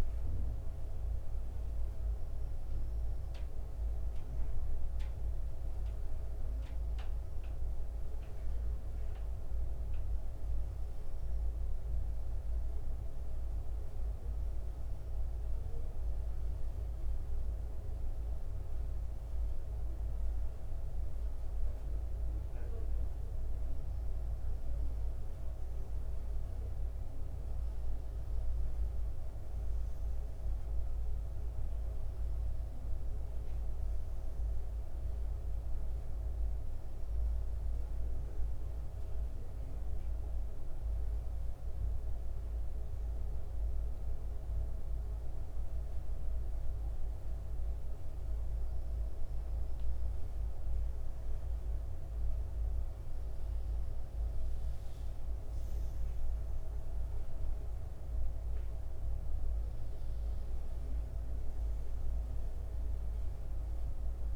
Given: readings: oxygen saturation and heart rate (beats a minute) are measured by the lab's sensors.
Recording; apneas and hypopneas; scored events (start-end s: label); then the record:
breathing in sleep, hard to hear, by a room microphone; 1
25.50-29.00 s: arousal
39.00-49.50 s: hypopnea (oxygen 92% before, 89% lowest, heart rate 79 before, 75 extreme, up 7 after)
51.50-56.50 s: arousal
From the record:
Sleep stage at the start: N1 (lightest sleep); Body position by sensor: on the back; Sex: male